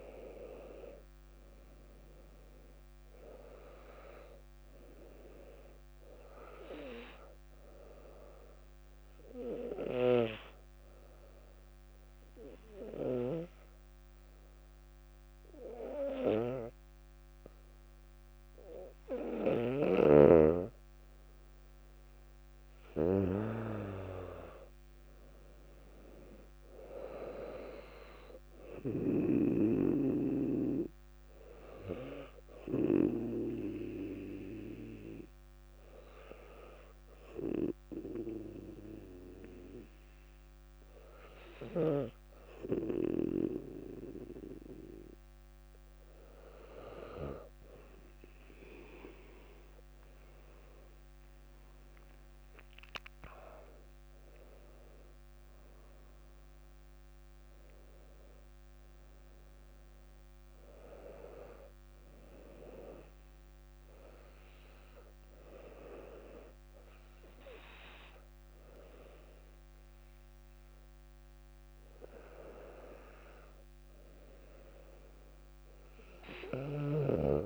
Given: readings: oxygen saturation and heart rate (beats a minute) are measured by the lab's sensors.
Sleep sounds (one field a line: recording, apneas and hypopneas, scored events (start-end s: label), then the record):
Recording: breathing in sleep by a microphone on the trachea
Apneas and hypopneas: 2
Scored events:
10.00-22.50 s: obstructive apnea (oxygen 99% before, 95% lowest, heart rate 60 before, 58 extreme, up 4 after)
23.50-27.50 s: arousal
29.50-46.50 s: oxygen desaturation (device-marked, oxygen 99% before, 95% lowest, heart rate 59 before, 58 extreme)
33.00-47.00 s: obstructive apnea (oxygen 99% before, 95% lowest, heart rate 59 before, 58 extreme, up 7 after)
50.00-54.00 s: arousal
From the record:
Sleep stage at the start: N2 (light sleep)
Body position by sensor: on the back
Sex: female